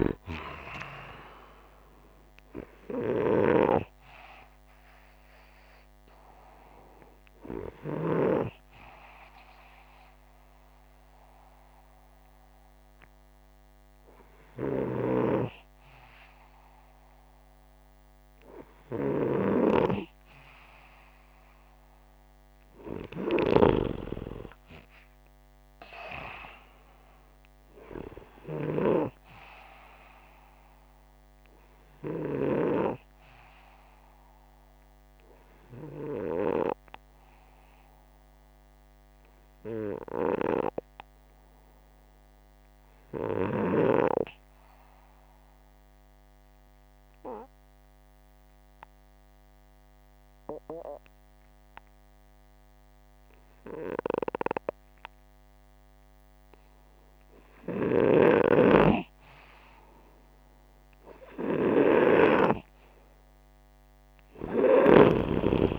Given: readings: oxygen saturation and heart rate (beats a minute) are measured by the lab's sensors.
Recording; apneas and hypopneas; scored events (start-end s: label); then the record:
breathing in sleep by a microphone on the trachea; 2
0.00-26.00 s: oxygen desaturation (device-marked, oxygen 82% lowest, heart rate 61 extreme)
6.50-19.00 s: hypopnea (oxygen 96% before, 82% lowest, heart rate 84 before, 61 extreme, up 6 after)
23.50-28.50 s: arousal
43.50-56.00 s: obstructive apnea (oxygen 98% before, 88% lowest, heart rate 66 before, 62 extreme, up 3 after)
60.00-64.00 s: arousal
From the record:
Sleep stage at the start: N2 (light sleep); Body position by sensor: upright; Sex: male